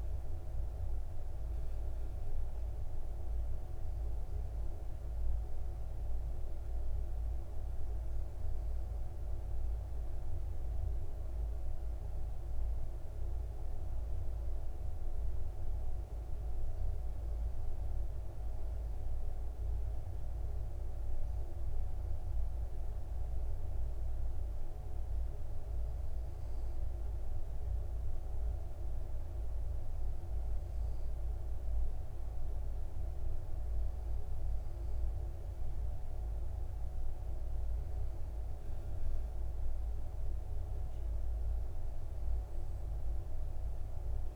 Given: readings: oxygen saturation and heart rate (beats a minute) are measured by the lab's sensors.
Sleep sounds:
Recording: breathing in sleep, hard to hear, by a room microphone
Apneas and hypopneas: none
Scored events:
none scored
From the record:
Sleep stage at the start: N2 (light sleep)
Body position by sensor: on the back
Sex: male

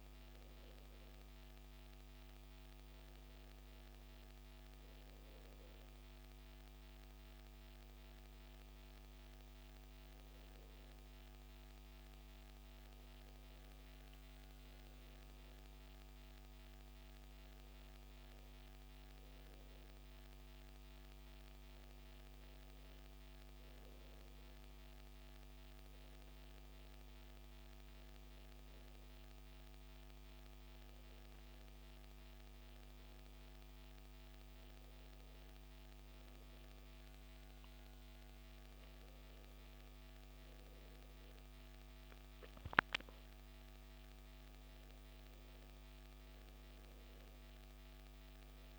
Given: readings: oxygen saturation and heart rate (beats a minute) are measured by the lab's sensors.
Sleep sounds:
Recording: breathing in sleep, hard to hear, by a microphone on the trachea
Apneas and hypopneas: none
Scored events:
none scored
From the record:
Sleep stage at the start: N2 (light sleep)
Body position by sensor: on the back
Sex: male

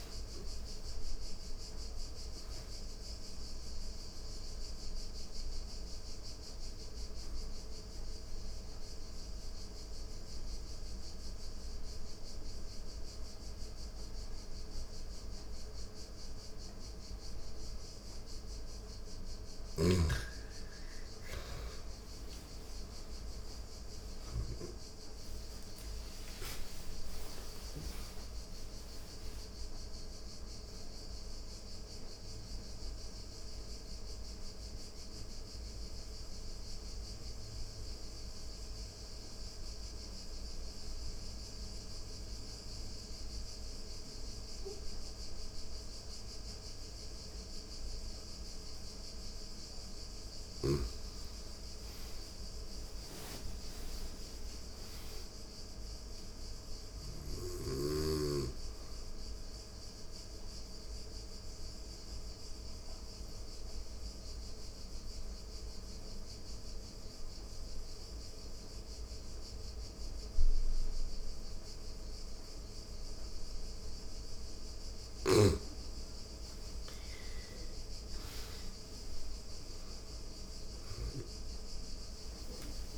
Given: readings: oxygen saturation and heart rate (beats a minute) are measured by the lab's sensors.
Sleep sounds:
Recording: breathing in sleep, hard to hear, by a room microphone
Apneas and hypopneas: 3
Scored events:
0.00-1.00 s: arousal
0.50-11.50 s: oxygen desaturation (device-marked, oxygen 98% before, 91% lowest, heart rate 87 before, 85 extreme)
5.50-18.50 s: obstructive apnea (oxygen 98% before, 89% lowest, heart rate 88 before, 85 extreme, up 22 after)
18.50-37.50 s: oxygen desaturation (device-marked, oxygen 98% before, 91% lowest, heart rate 87 before, 85 extreme)
21.00-27.00 s: arousal
37.50-49.00 s: obstructive apnea (oxygen 98% before, 86% lowest, heart rate 97 before, 83 extreme, up 4 after)
51.00-54.00 s: arousal
52.50-67.50 s: oxygen desaturation (device-marked, oxygen 98% before, 89% lowest, heart rate 87 before, 83 extreme)
59.50-74.00 s: obstructive apnea (oxygen 98% before, 86% lowest, heart rate 86 before, 83 extreme, up 7 after)
76.00-82.00 s: arousal
79.50-82.98 s: oxygen desaturation (device-marked, oxygen 97% before, 86% lowest, heart rate 85 before, 85 extreme)
From the record:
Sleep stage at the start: REM sleep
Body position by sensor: on the back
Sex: female

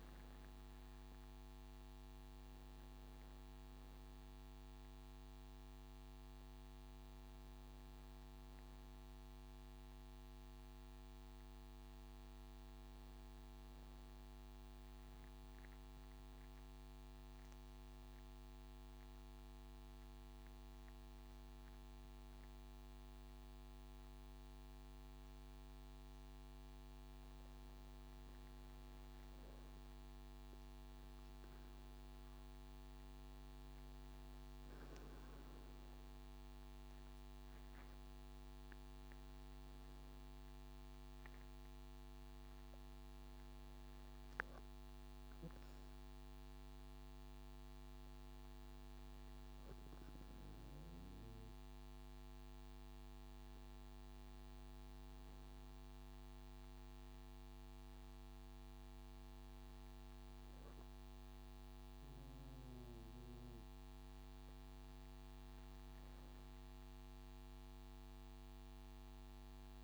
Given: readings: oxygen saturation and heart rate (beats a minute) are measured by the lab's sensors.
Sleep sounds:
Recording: breathing in sleep, hard to hear, by a microphone on the trachea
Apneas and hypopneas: 1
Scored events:
0.00-14.00 s: oxygen desaturation (device-marked, oxygen 91% lowest)
14.00-29.00 s: mixed apnea (oxygen 96% before, 91% lowest)
30.50-35.00 s: arousal
From the record:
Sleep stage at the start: N2 (light sleep)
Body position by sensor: on the right side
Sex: male

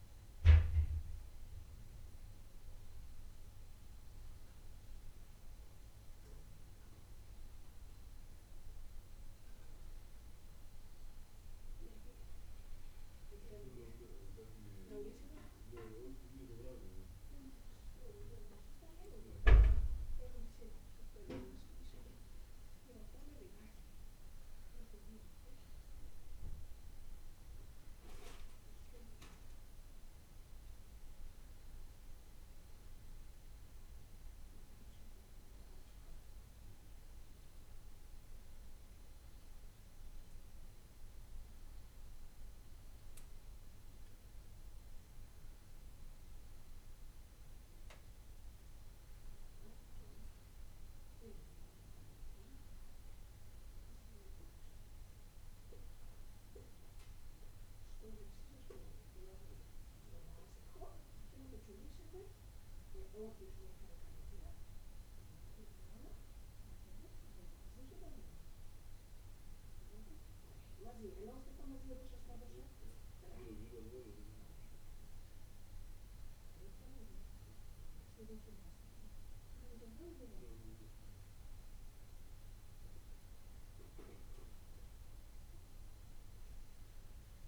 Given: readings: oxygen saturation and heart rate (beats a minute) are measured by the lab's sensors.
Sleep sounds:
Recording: breathing in sleep by a room microphone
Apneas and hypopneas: none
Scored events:
none scored
From the record:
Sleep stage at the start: N1 (lightest sleep)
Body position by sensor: on the back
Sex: male

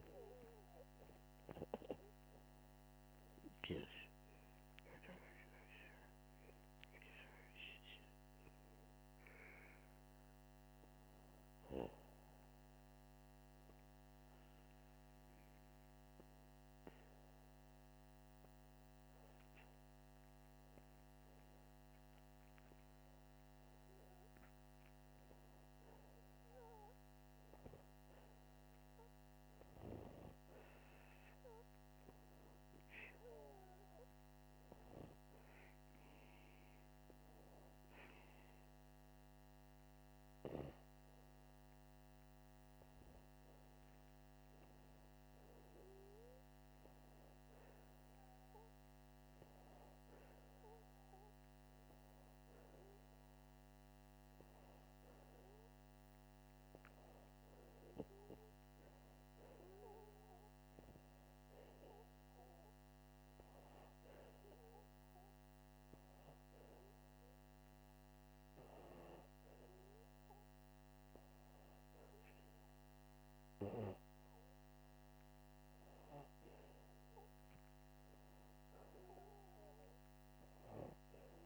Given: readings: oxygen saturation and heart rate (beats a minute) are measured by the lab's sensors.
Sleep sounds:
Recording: breathing in sleep by a microphone on the trachea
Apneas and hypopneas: 1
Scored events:
5.50-9.50 s: arousal
15.50-29.50 s: hypopnea (oxygen 97% before, 95% lowest, heart rate 86 before, 84 extreme, up 2 after)
31.00-34.50 s: arousal
From the record:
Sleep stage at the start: N2 (light sleep)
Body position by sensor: upright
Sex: male

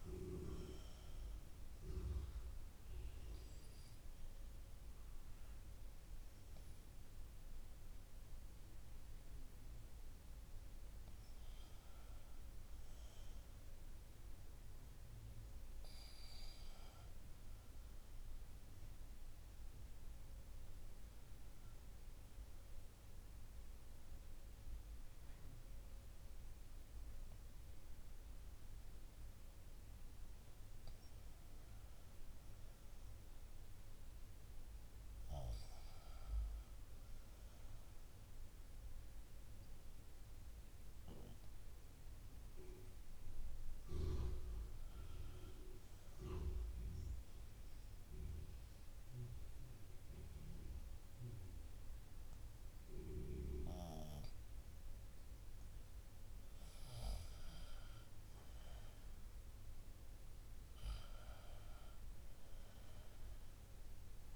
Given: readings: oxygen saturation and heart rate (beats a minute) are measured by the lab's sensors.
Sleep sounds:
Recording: breathing in sleep by a room microphone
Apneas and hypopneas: 3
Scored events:
0.00-15.50 s: oxygen desaturation (device-marked, oxygen 89% lowest, heart rate 59 extreme)
2.00-12.50 s: obstructive apnea (oxygen 94% before, 87% lowest, heart rate 62 before, 59 extreme, up 1 after)
14.50-17.50 s: arousal
21.00-31.00 s: obstructive apnea (oxygen 94% before, 86% lowest, heart rate 62 before, 59 extreme, up 2 after)
23.50-33.50 s: oxygen desaturation (device-marked, oxygen 94% before, 90% lowest, heart rate 62 before, 59 extreme)
34.50-38.50 s: arousal
42.50-52.50 s: oxygen desaturation (device-marked, oxygen 93% before, 89% lowest, heart rate 60 before, 59 extreme)
46.50-57.50 s: obstructive apnea (oxygen 94% before, 86% lowest, heart rate 60 before, 60 extreme, up 4 after)
60.50-63.00 s: arousal
From the record:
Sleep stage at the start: N2 (light sleep)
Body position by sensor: on the back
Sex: female

